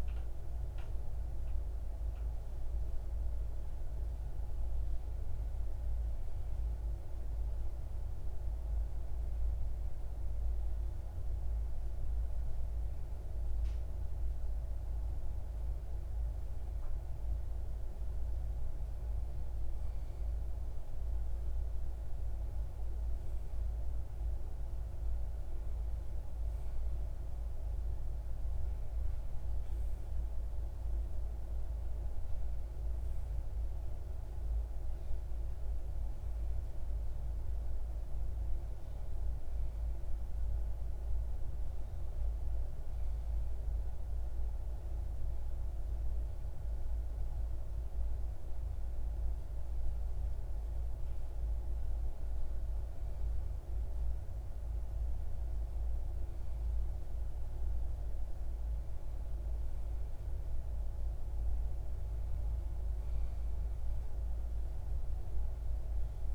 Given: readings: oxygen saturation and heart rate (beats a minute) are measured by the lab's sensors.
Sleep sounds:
breathing in sleep, hard to hear, by a room microphone; none
none scored
From the record:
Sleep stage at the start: REM sleep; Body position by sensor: on the left side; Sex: male

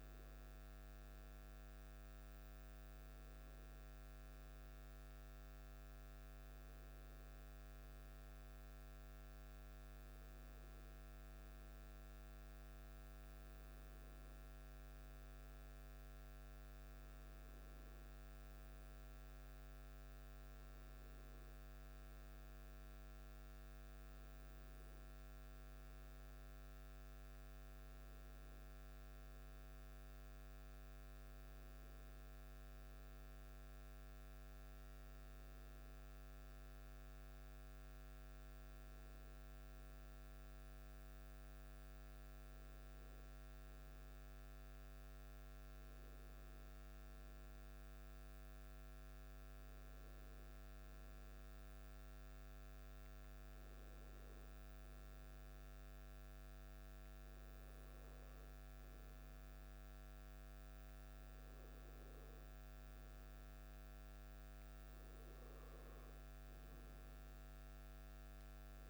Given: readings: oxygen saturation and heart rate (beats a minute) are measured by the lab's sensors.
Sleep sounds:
breathing in sleep, hard to hear, by a microphone on the trachea; none
none scored
From the record:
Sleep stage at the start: N2 (light sleep); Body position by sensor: on the back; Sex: male

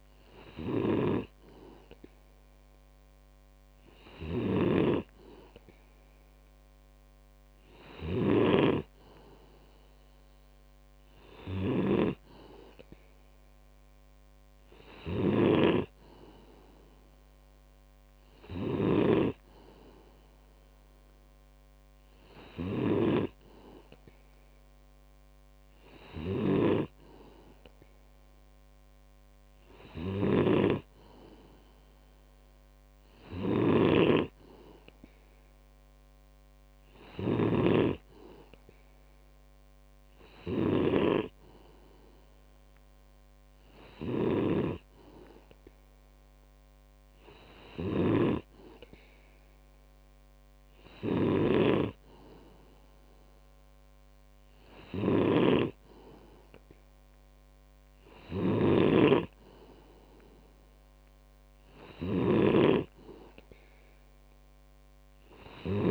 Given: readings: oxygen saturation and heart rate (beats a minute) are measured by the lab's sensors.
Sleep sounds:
breathing in sleep by a microphone on the trachea; none
4.50-65.91 s: snoring (device-marked)
From the record:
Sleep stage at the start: N2 (light sleep); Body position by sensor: on the back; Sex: male

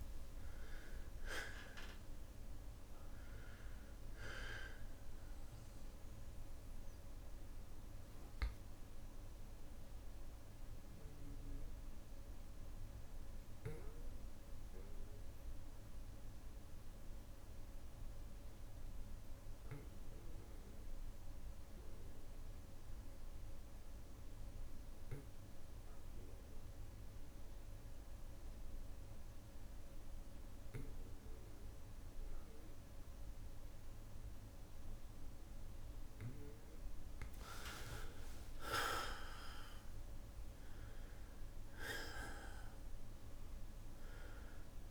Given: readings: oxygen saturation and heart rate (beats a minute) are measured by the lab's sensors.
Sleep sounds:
breathing in sleep by a room microphone; 1
0.00-1.00 s: arousal
0.00-24.00 s: oxygen desaturation (device-marked, oxygen 92% lowest, heart rate 52 extreme)
7.50-34.50 s: obstructive apnea (oxygen 99% before, 92% lowest, heart rate 65 before, 52 extreme, up 8 after)
8.00-15.00 s: bradycardia (device-marked, heart rate 61 before, 58 extreme)
18.00-20.00 s: long interval between heartbeats (device-marked, heart rate 65 before, 62 extreme)
21.00-35.00 s: bradycardia (device-marked, heart rate 62 before, 52 extreme)
37.00-44.91 s: oxygen desaturation (device-marked, oxygen 99% before, 92% lowest, heart rate 58 before, 55 extreme)
37.50-41.00 s: arousal
From the record:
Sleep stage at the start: N2 (light sleep); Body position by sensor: on the back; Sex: male

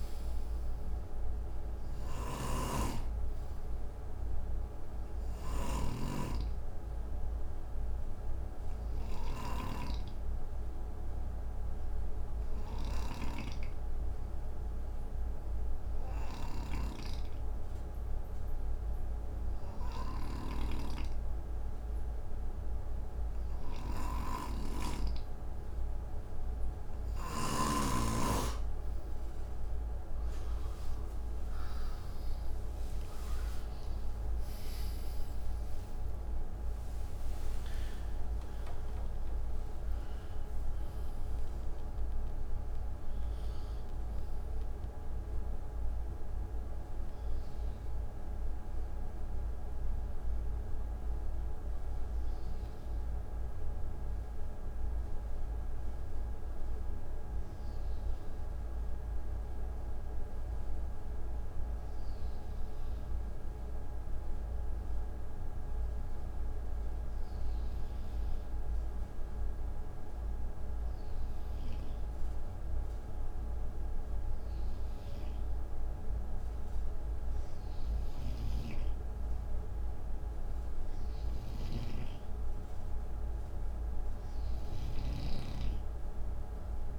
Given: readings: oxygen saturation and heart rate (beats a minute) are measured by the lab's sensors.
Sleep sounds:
breathing in sleep by a room microphone; 2
0.00-19.00 s: oxygen desaturation (device-marked, oxygen 93% lowest, heart rate 58 extreme)
0.00-27.00 s: snoring (device-marked)
10.00-22.50 s: hypopnea (oxygen 97% before, 92% lowest, heart rate 63 before, 58 extreme, up 5 after)
31.50-37.00 s: arousal
32.00-47.00 s: oxygen desaturation (device-marked, oxygen 96% before, 92% lowest, heart rate 60 before, 52 extreme)
49.00-65.00 s: hypopnea (oxygen 97% before, 93% lowest, heart rate 72 before, 52 extreme)
70.00-74.50 s: arousal
77.50-86.99 s: snoring (device-marked)
From the record:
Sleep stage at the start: N2 (light sleep); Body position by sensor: on the right side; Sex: male

